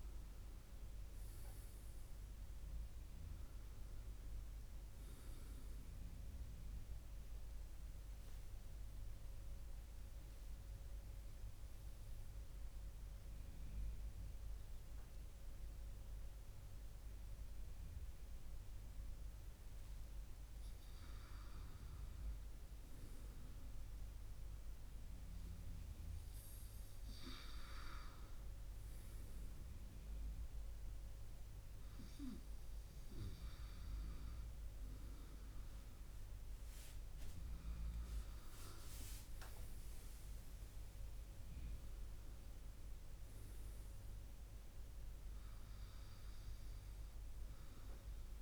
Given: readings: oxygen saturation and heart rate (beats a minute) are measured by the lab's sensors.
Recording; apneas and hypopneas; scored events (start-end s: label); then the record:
breathing in sleep, hard to hear, by a room microphone; 1
6.50-48.42 s: new sleep stage, N2 (light sleep)
7.50-21.00 s: obstructive apnea (oxygen 98% before, 95% lowest, heart rate 69 before, 66 extreme, up 3 after)
24.50-28.50 s: arousal
From the record:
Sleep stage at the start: N1 (lightest sleep); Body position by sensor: on the right side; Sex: male